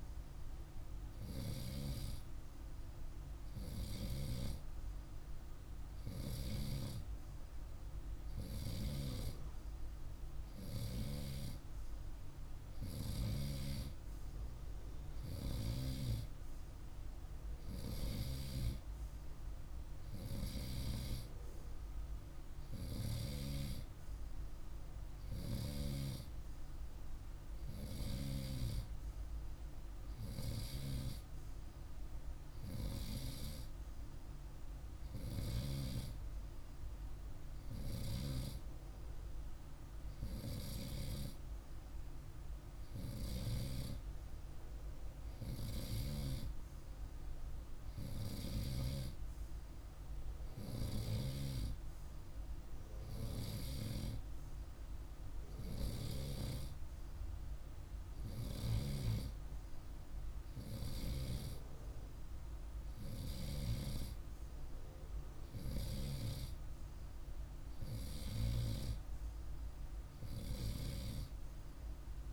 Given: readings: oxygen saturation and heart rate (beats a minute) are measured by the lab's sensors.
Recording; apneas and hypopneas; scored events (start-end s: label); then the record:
breathing in sleep by a room microphone; none
none scored
From the record:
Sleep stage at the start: N2 (light sleep); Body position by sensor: on the right side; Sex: male